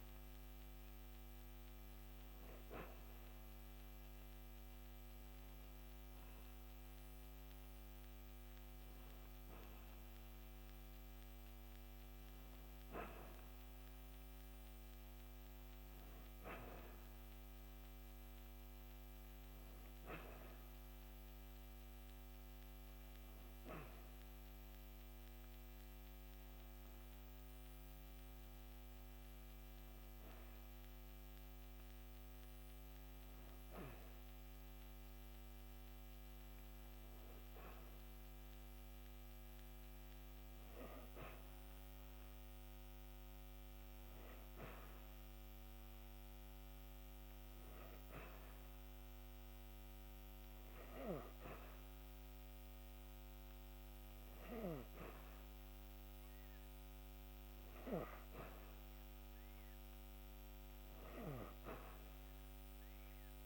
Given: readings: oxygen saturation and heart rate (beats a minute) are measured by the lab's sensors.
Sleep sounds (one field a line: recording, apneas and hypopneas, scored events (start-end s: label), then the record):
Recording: breathing in sleep by a microphone on the trachea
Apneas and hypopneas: 1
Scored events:
3.00-6.50 s: arousal
21.50-34.00 s: hypopnea (oxygen 95% before, 91% lowest, heart rate 56 before, 45 extreme, up 5 after)
36.50-39.50 s: arousal
From the record:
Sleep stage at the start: N2 (light sleep)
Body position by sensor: on the back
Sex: female